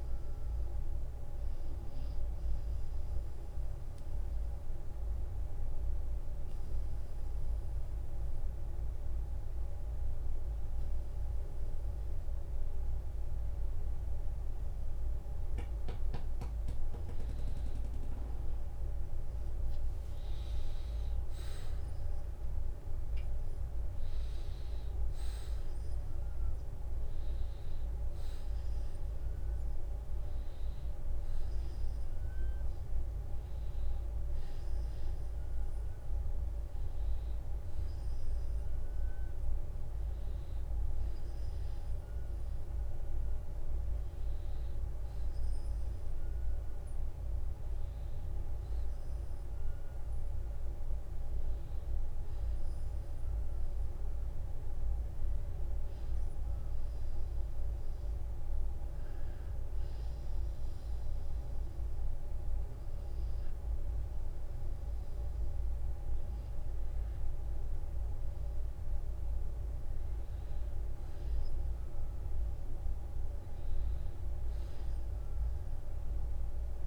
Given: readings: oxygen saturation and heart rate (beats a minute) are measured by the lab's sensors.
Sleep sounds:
breathing in sleep, hard to hear, by a room microphone; 2
1.50-16.50 s: obstructive apnea (oxygen 95% before, 88% lowest, heart rate 58 before, 51 extreme, up 12 after)
3.50-5.50 s: long interval between heartbeats (device-marked, heart rate 58 before, 60 extreme)
8.00-22.00 s: oxygen desaturation (device-marked, oxygen 95% before, 89% lowest, heart rate 61 before, 51 extreme)
18.50-22.00 s: arousal
35.00-37.00 s: long interval between heartbeats (device-marked, heart rate 62 before, 51 extreme)
37.50-39.50 s: long interval between heartbeats (device-marked, heart rate 61 before, 54 extreme)
39.00-54.00 s: oxygen desaturation (device-marked, oxygen 94% before, 88% lowest, heart rate 60 before, 46 extreme)
41.50-43.50 s: long interval between heartbeats (device-marked, heart rate 59 before, 54 extreme)
50.00-53.50 s: arousal
52.50-54.50 s: long interval between heartbeats (device-marked, heart rate 56 before, 62 extreme)
57.00-67.00 s: hypopnea (oxygen 95% before, 89% lowest, heart rate 57 before, 46 extreme, up 12 after)
65.00-67.00 s: long interval between heartbeats (device-marked, heart rate 59 before, 46 extreme)
69.00-74.00 s: arousal
From the record:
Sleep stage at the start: N2 (light sleep); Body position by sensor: on the back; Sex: male

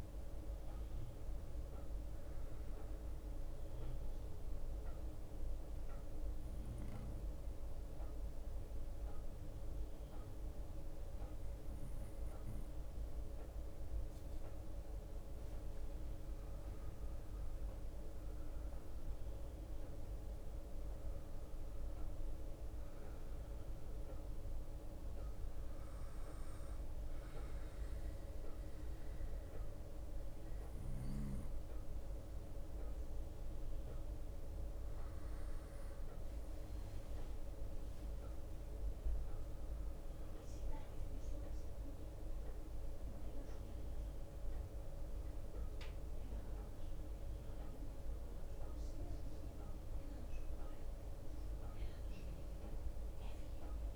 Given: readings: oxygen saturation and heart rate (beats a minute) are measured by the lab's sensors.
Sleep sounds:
breathing in sleep, hard to hear, by a room microphone; 1
0.00-1.00 s: long interval between heartbeats (device-marked, heart rate 53 extreme)
0.00-2.50 s: drop in pulse transit time (device-marked, heart rate 26 extreme)
0.00-11.50 s: oxygen desaturation (device-marked, oxygen 91% lowest, heart rate 26 extreme)
0.00-35.50 s: bradycardia (device-marked, heart rate 26 extreme)
3.00-16.50 s: mixed apnea (oxygen 95% before, 91% lowest, heart rate 50 before, 26 extreme, up 11 after)
3.50-53.96 s: new sleep stage, N2 (light sleep)
5.50-7.50 s: long interval between heartbeats (device-marked, heart rate 49 before, 48 extreme)
15.50-17.50 s: long interval between heartbeats (device-marked, heart rate 50 before, 59 extreme)
18.00-21.50 s: arousal
20.50-22.50 s: long interval between heartbeats (device-marked, heart rate 52 before, 35 extreme)
40.50-49.50 s: bradycardia (device-marked, heart rate 61 before, 40 extreme)
42.00-44.00 s: long interval between heartbeats (device-marked, heart rate 49 before, 61 extreme)
48.50-53.00 s: arousal
From the record:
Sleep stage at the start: N1 (lightest sleep); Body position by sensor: on the right side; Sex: male

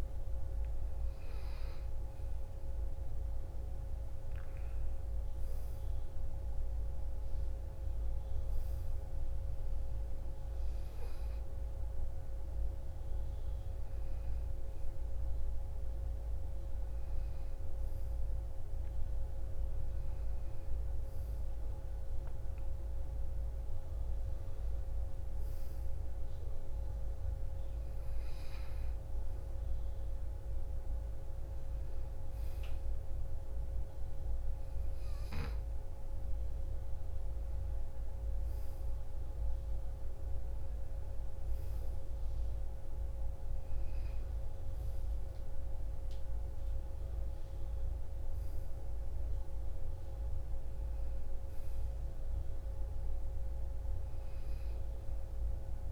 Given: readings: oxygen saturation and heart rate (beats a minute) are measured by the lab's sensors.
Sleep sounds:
breathing in sleep, hard to hear, by a room microphone; none
21.50-25.50 s: arousal
From the record:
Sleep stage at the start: N2 (light sleep); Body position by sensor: on the right side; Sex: female

